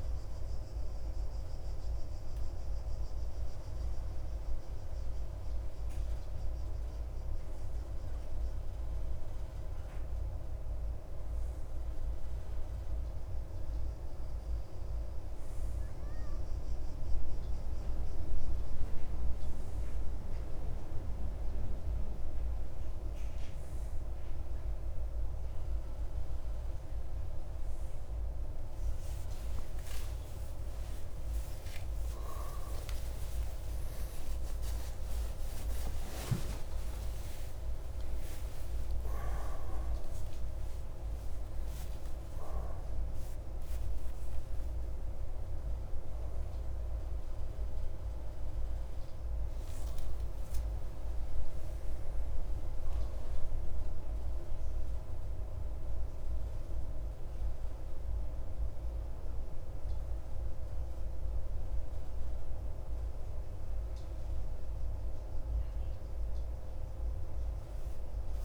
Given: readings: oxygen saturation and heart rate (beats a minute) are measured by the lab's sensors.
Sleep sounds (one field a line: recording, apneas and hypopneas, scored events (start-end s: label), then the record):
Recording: a person partly awake in a sleep study, hard to hear, by a room microphone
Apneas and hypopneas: none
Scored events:
19.50-49.50 s: new sleep stage, awake
49.50-68.45 s: new sleep stage, N1 (lightest sleep)
From the record:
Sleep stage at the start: N1 (lightest sleep)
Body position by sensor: on the left side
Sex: male